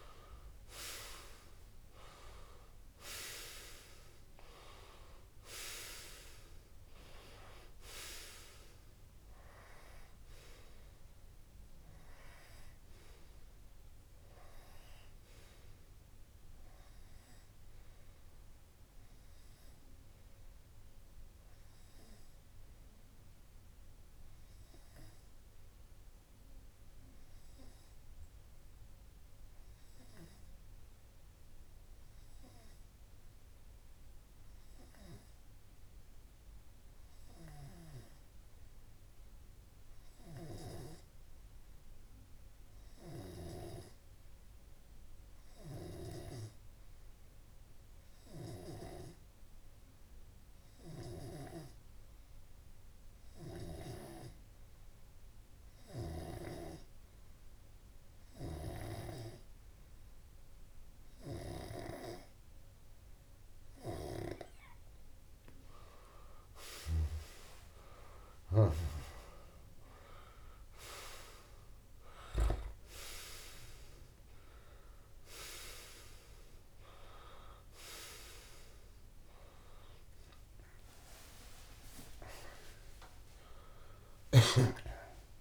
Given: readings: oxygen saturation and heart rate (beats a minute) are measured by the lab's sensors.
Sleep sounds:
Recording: breathing in sleep by a room microphone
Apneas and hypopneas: 1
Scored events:
0.00-2.50 s: arousal
23.50-65.50 s: obstructive apnea (oxygen 97% before, 93% lowest)
48.50-76.50 s: oxygen desaturation (device-marked, oxygen 99% before, 93% lowest)
80.00-83.50 s: arousal
From the record:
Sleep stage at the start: N2 (light sleep)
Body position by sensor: on the back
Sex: male

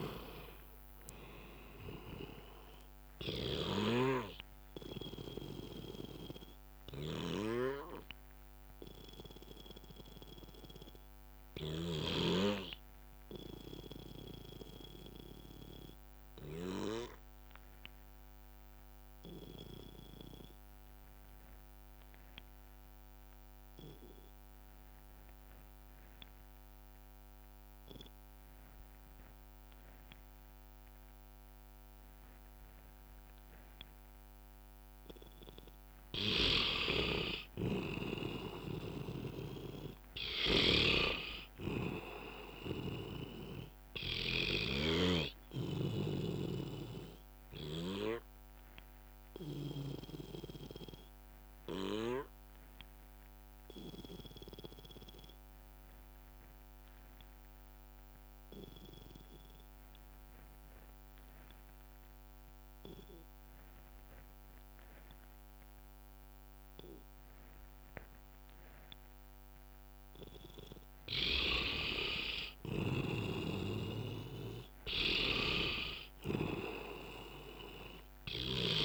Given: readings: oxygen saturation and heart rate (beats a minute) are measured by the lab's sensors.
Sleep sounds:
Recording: breathing in sleep by a microphone on the trachea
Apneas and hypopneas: 2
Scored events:
0.00-8.00 s: drop in pulse transit time (device-marked, heart rate 64 extreme)
0.00-15.00 s: oxygen desaturation (device-marked, oxygen 86% lowest, heart rate 54 extreme)
3.00-12.00 s: snoring (device-marked)
5.00-14.00 s: bradycardia (device-marked, heart rate 67 before, 54 extreme)
5.50-34.50 s: obstructive apnea (oxygen 99% before, 86% lowest, heart rate 67 before, 54 extreme, up 8 after)
20.00-23.00 s: bradycardia (device-marked, heart rate 66 before, 59 extreme)
24.00-27.00 s: bradycardia (device-marked, heart rate 66 before, 57 extreme)
28.00-30.00 s: bradycardia (device-marked, heart rate 66 before, 58 extreme)
31.00-34.00 s: bradycardia (device-marked, heart rate 66 before, 58 extreme)
33.00-59.00 s: oxygen desaturation (device-marked, oxygen 98% before, 88% lowest, heart rate 59 before, 57 extreme)
38.00-49.00 s: drop in pulse transit time (device-marked, heart rate 59 before, 62 extreme)
38.50-43.00 s: arousal
48.00-53.00 s: bradycardia (device-marked, heart rate 66 before, 58 extreme)
50.50-70.00 s: obstructive apnea (oxygen 99% before, 88% lowest, heart rate 63 before, 55 extreme, up 6 after)
68.00-78.85 s: oxygen desaturation (device-marked, oxygen 98% before, 88% lowest, heart rate 61 before, 55 extreme)
73.00-77.50 s: arousal
75.00-78.85 s: snoring (device-marked)
From the record:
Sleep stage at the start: N2 (light sleep)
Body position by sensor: on the back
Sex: male

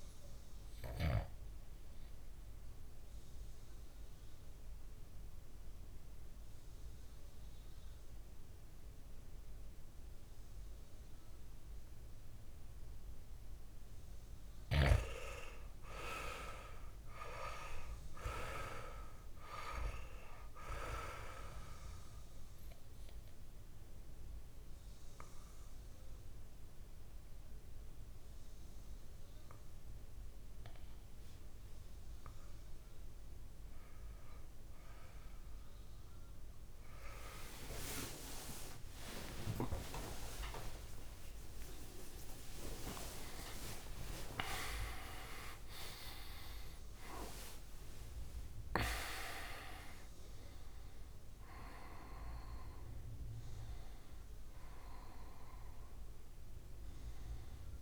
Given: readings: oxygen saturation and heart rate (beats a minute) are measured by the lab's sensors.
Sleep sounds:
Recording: breathing in sleep by a room microphone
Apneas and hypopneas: 2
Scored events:
0.00-8.50 s: oxygen desaturation (device-marked, oxygen 94% lowest, heart rate 56 extreme)
3.50-14.00 s: obstructive apnea (oxygen 99% before, 90% lowest, heart rate 58 before, 56 extreme, up 8 after)
15.50-19.00 s: arousal
16.50-37.50 s: oxygen desaturation (device-marked, oxygen 97% before, 90% lowest, heart rate 59 before, 56 extreme)
22.00-33.00 s: obstructive apnea (oxygen 98% before, 90% lowest, heart rate 61 before, 56 extreme, up 33 after)
38.00-45.50 s: arousal
47.50-57.82 s: new sleep stage, N1 (lightest sleep)
From the record:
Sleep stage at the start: N2 (light sleep)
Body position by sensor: on the back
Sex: male

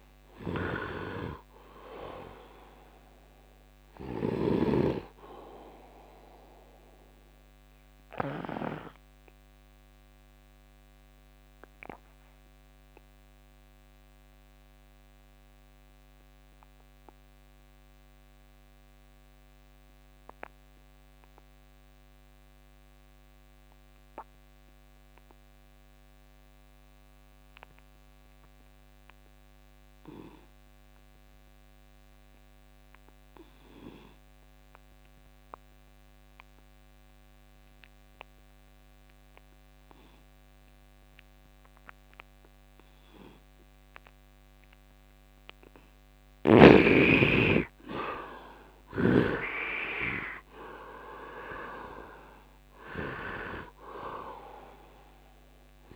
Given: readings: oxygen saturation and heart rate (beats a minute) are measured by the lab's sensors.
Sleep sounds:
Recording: breathing in sleep by a microphone on the trachea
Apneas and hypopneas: 1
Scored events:
0.00-20.50 s: oxygen desaturation (device-marked, oxygen 75% lowest, heart rate 68 extreme)
8.50-46.50 s: obstructive apnea (oxygen 98% before, 67% lowest, heart rate 79 before, 70 extreme, up 10 after)
27.50-55.96 s: oxygen desaturation (device-marked, oxygen 100% before, 67% lowest, heart rate 72 before, 68 extreme)
48.00-52.50 s: arousal
From the record:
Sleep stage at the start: N2 (light sleep)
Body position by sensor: on the right side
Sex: male

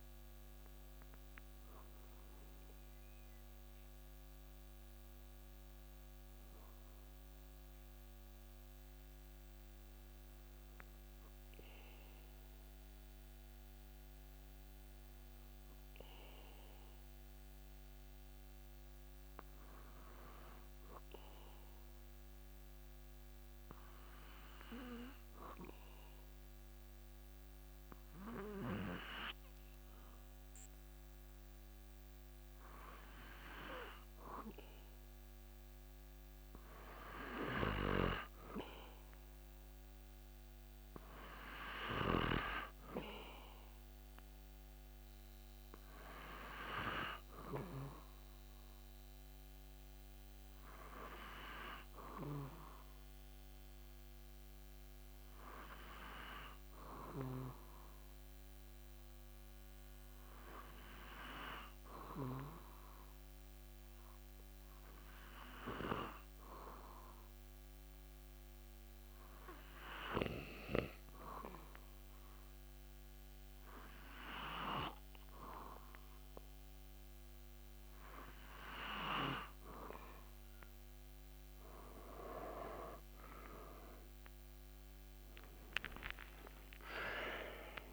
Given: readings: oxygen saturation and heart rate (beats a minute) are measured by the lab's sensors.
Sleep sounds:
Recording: breathing in sleep by a microphone on the trachea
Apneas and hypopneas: 2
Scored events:
14.50-35.50 s: obstructive apnea (oxygen 97% before, 93% lowest)
36.50-41.50 s: arousal
41.00-62.00 s: oxygen desaturation (device-marked, oxygen 96% before, 93% lowest)
54.50-80.00 s: obstructive apnea (oxygen 97% before, 94% lowest)
84.00-87.93 s: arousal
From the record:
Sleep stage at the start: N2 (light sleep)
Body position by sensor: on the back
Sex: male

